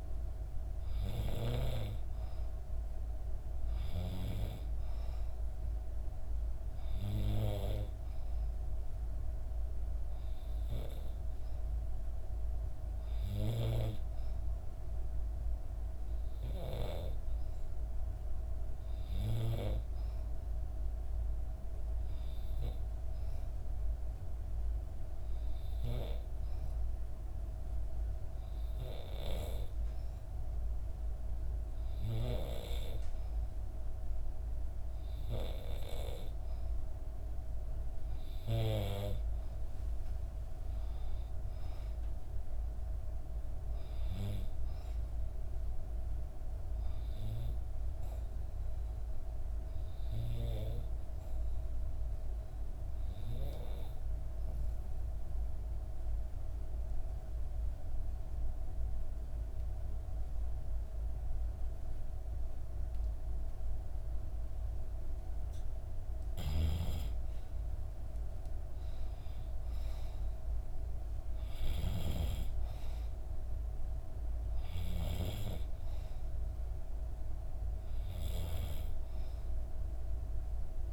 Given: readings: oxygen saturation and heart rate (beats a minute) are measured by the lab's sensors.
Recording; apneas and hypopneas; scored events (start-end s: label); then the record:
breathing in sleep by a room microphone; 1
0.00-1.50 s: arousal
5.00-24.00 s: oxygen desaturation (device-marked, oxygen 94% before, 91% lowest, heart rate 65 before, 64 extreme)
52.50-65.00 s: obstructive apnea (oxygen 96% before, 91% lowest, heart rate 66 before, 63 extreme, up 3 after)
67.50-71.00 s: arousal
75.00-80.93 s: oxygen desaturation (device-marked, oxygen 95% before, 91% lowest, heart rate 65 before, 63 extreme)
From the record:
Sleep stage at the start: N2 (light sleep); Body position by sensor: on the back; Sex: female